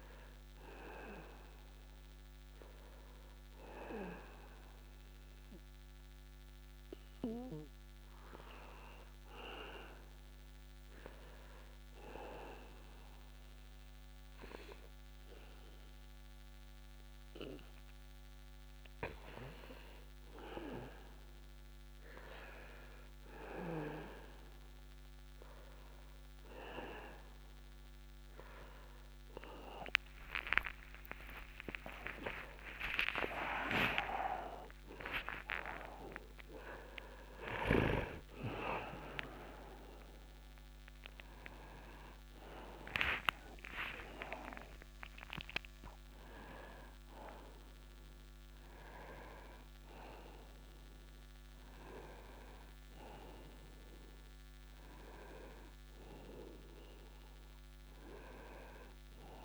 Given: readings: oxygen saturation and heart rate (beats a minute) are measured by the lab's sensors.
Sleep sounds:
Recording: a person awake in a sleep study, by a microphone on the trachea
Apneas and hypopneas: 1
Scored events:
0.00-3.00 s: oxygen desaturation (device-marked, oxygen 90% lowest, heart rate 67 extreme)
1.00-4.50 s: arousal
7.00-21.00 s: hypopnea (oxygen 97% before, 91% lowest, heart rate 71 before, 68 extreme, up 1 after)
17.00-47.00 s: new sleep stage, awake
31.00-33.00 s: long interval between heartbeats (device-marked, heart rate 70 before, 88 extreme)
31.00-41.00 s: oxygen desaturation (device-marked, oxygen 95% before, 91% lowest, heart rate 70 before, 72 extreme)
33.50-35.50 s: long interval between heartbeats (device-marked, heart rate 72 before, 104 extreme)
47.00-59.45 s: new sleep stage, N1 (lightest sleep)
From the record:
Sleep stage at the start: N2 (light sleep)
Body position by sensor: on the back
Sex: male

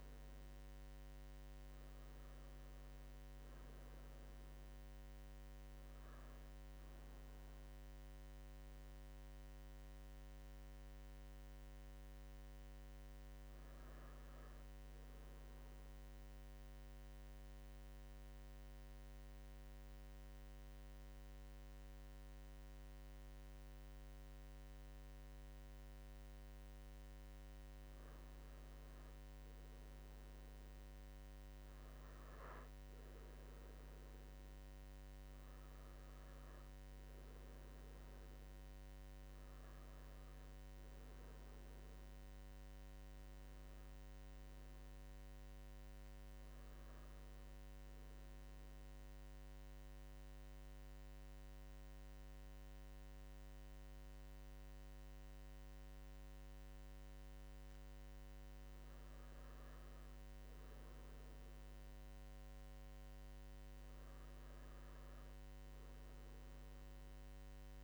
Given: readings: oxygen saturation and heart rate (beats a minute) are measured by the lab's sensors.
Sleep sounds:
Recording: breathing in sleep, hard to hear, by a microphone on the trachea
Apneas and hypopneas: 2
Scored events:
16.00-28.50 s: central apnea (oxygen 96% before, 91% lowest, heart rate 85 before, 76 extreme, up 7 after)
31.50-36.00 s: arousal
34.50-57.50 s: oxygen desaturation (device-marked, oxygen 95% before, 91% lowest, heart rate 83 before, 72 extreme)
49.00-60.00 s: central apnea (oxygen 96% before, 91% lowest, heart rate 85 before, 72 extreme, up 12 after)
62.50-66.50 s: arousal
From the record:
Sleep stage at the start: N2 (light sleep)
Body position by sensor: on the right side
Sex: male

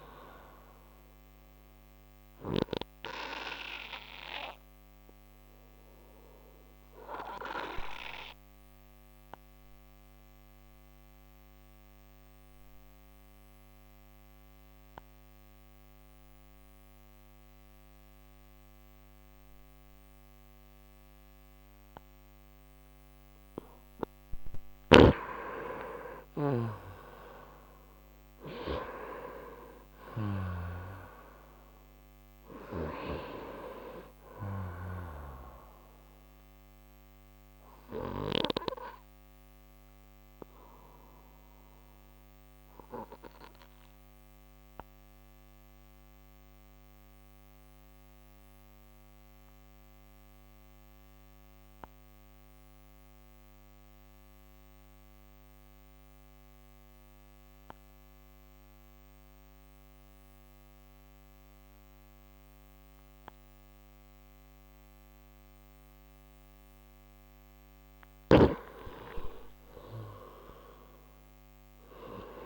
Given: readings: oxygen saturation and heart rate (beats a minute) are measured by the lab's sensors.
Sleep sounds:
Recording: breathing in sleep by a microphone on the trachea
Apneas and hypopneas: 2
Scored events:
0.00-26.00 s: oxygen desaturation (device-marked, oxygen 89% lowest, heart rate 56 extreme)
3.50-23.00 s: obstructive apnea (oxygen 97% before, 88% lowest, heart rate 62 before, 58 extreme, up 10 after)
26.50-30.00 s: arousal
37.00-67.50 s: obstructive apnea (oxygen 94% before, 88% lowest, heart rate 65 before, 56 extreme, up 11 after)
38.00-55.00 s: oxygen desaturation (device-marked, oxygen 94% before, 88% lowest, heart rate 65 before, 56 extreme)
68.50-72.46 s: snoring (device-marked)
69.00-72.46 s: arousal
From the record:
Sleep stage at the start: N2 (light sleep)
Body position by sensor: on the right side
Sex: male

